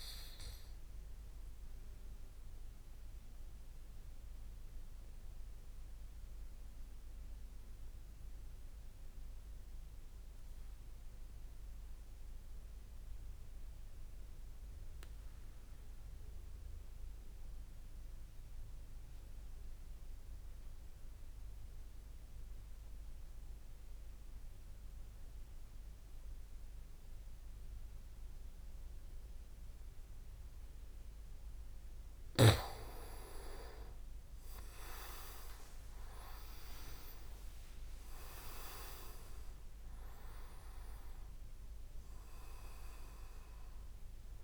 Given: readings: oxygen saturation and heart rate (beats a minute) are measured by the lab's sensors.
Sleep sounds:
breathing in sleep by a room microphone; 1
1.50-31.50 s: mixed apnea (oxygen 97% before, 88% lowest)
26.00-44.44 s: oxygen desaturation (device-marked, oxygen 98% before, 88% lowest)
34.00-39.50 s: arousal
35.50-40.50 s: leg movement (device-marked)
From the record:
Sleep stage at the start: N2 (light sleep); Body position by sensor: on the back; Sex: male

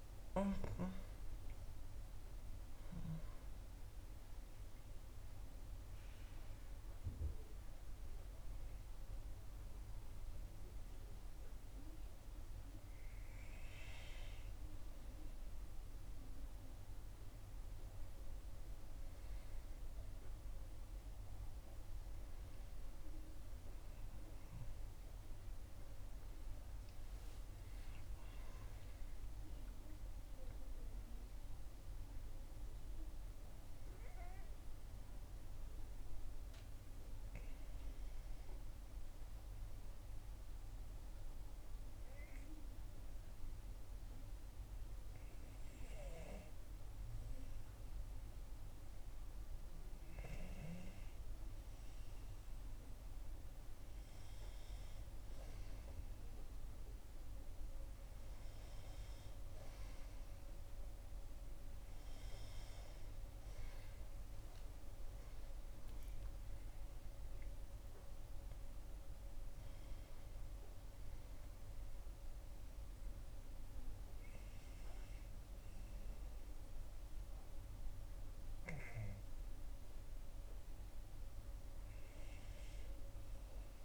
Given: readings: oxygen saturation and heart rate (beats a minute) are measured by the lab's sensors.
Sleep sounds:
breathing in sleep, hard to hear, by a room microphone; 2
4.50-16.00 s: hypopnea (oxygen 97% before, 94% lowest, heart rate 74 before, 68 extreme, up 3 after)
20.50-26.00 s: arousal
39.50-50.00 s: obstructive apnea (oxygen 97% before, 93% lowest, heart rate 71 before, 68 extreme, up 1 after)
52.00-56.50 s: arousal
From the record:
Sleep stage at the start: N2 (light sleep); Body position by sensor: on the back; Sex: female

